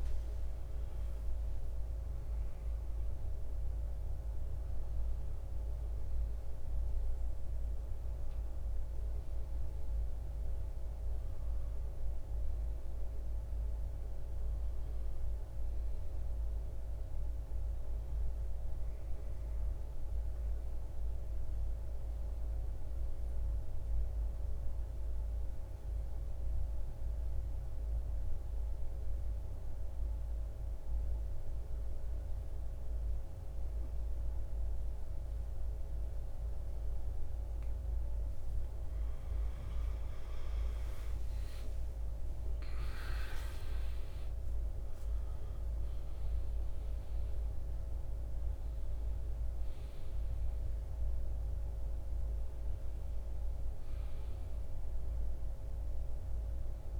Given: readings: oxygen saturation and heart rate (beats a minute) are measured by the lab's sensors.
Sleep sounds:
breathing in sleep, hard to hear, by a room microphone; 1
0.00-24.00 s: oxygen desaturation (device-marked, oxygen 89% lowest, heart rate 57 extreme)
20.00-38.00 s: obstructive apnea (oxygen 97% before, 83% lowest, heart rate 63 before, 55 extreme, up 12 after)
39.00-57.00 s: oxygen desaturation (device-marked, oxygen 96% before, 83% lowest, heart rate 58 before, 52 extreme)
40.50-46.50 s: arousal
From the record:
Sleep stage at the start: N2 (light sleep); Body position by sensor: on the back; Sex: male

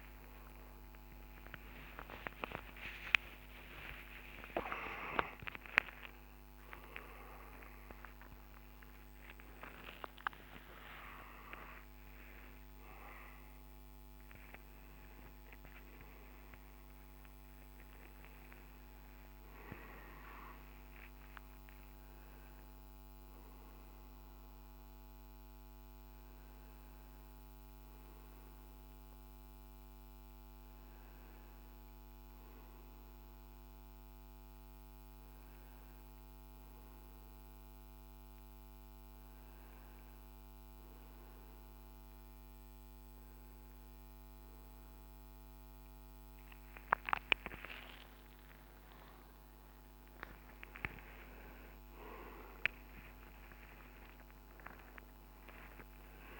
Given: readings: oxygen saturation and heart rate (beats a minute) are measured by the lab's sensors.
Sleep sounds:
a person awake in a sleep study, by a microphone on the trachea; none
3.50-5.50 s: long interval between heartbeats (device-marked, heart rate 65 before, 90 extreme)
7.00-9.00 s: long interval between heartbeats (device-marked, heart rate 72 before, 108 extreme)
7.00-56.39 s: new sleep stage, awake
37.00-54.00 s: oxygen desaturation (device-marked, oxygen 98% before, 93% lowest, heart rate 69 before, 56 extreme)
From the record:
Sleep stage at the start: N2 (light sleep); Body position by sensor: on the right side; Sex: male

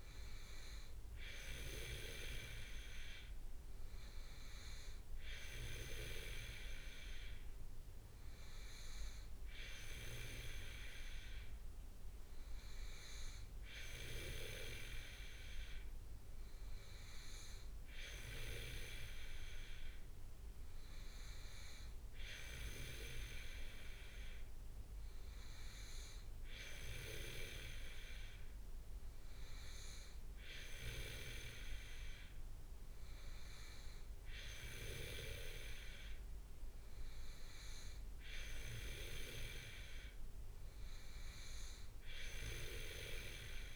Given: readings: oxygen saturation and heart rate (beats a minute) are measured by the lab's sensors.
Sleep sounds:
breathing in sleep by a room microphone; none
none scored
From the record:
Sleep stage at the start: N2 (light sleep); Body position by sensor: on the back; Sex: male

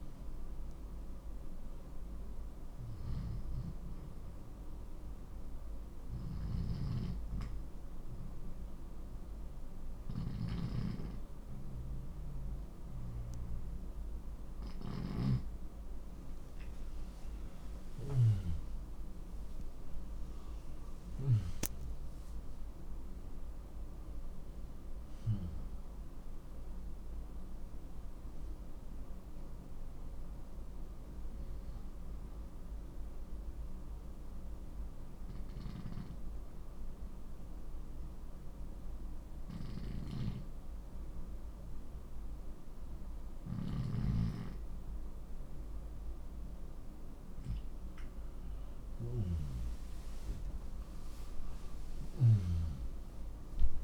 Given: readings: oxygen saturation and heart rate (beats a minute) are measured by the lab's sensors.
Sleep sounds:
breathing in sleep by a room microphone; 2
5.50-17.50 s: hypopnea (oxygen 90% before, 89% lowest)
19.50-24.50 s: arousal
32.00-45.50 s: hypopnea (oxygen 93% before, 89% lowest)
48.50-53.84 s: arousal
From the record:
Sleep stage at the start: N2 (light sleep); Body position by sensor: on the left side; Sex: male

